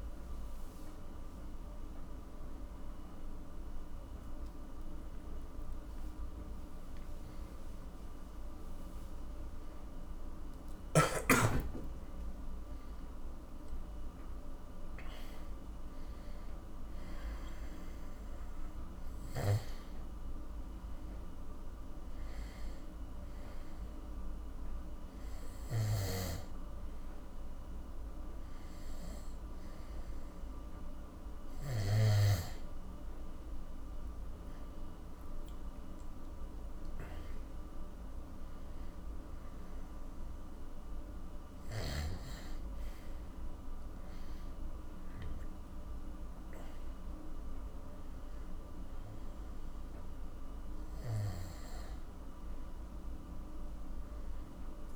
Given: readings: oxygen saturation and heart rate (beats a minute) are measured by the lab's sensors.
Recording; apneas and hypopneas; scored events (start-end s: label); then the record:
breathing in sleep by a room microphone; none
1.50-6.50 s: arousal
25.50-32.00 s: snoring (device-marked)
31.50-54.96 s: new sleep stage, N2 (light sleep)
From the record:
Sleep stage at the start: N3 (deep sleep); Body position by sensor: on the back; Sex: male